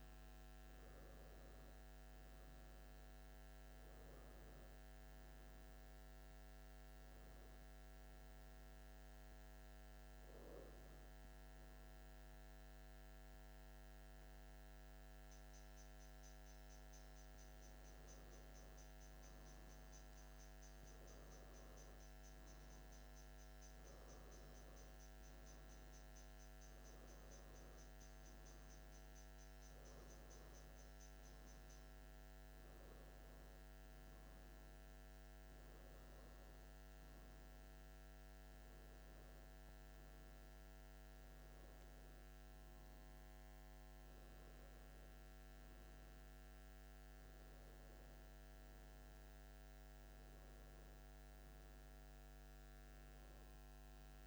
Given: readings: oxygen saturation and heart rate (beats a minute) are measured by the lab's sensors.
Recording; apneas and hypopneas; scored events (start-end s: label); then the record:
breathing in sleep, hard to hear, by a microphone on the trachea; none
0.00-3.50 s: oxygen desaturation (device-marked, oxygen 92% lowest)
From the record:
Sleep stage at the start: N1 (lightest sleep); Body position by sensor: on the back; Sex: male